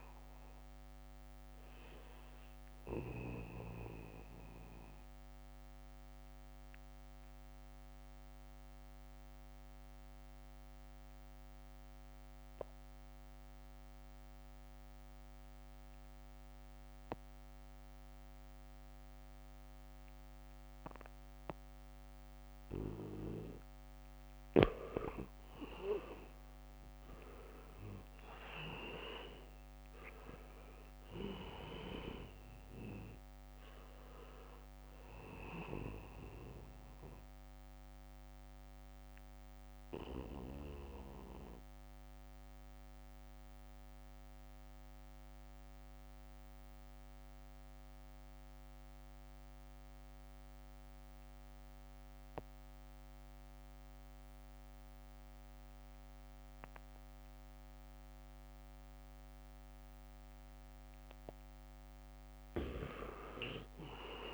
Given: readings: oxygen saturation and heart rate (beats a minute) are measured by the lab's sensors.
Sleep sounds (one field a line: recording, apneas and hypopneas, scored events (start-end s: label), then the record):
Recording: breathing in sleep by a microphone on the trachea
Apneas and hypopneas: 2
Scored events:
0.00-14.50 s: oxygen desaturation (device-marked, oxygen 81% lowest, heart rate 65 extreme)
6.50-24.00 s: mixed apnea (oxygen 98% before, 81% lowest, heart rate 75 before, 65 extreme, up 2 after)
20.50-53.50 s: oxygen desaturation (device-marked, oxygen 99% before, 84% lowest, heart rate 76 before, 65 extreme)
26.50-31.50 s: arousal
38.00-60.00 s: mixed apnea (oxygen 99% before, 81% lowest, heart rate 69 before, 68 extreme)
55.50-64.34 s: oxygen desaturation (device-marked, oxygen 99% before, 81% lowest, heart rate 73 before, 65 extreme)
56.50-58.50 s: leg movement (device-marked)
63.00-64.34 s: leg movement (device-marked)
From the record:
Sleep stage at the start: N2 (light sleep)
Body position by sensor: on the back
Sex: male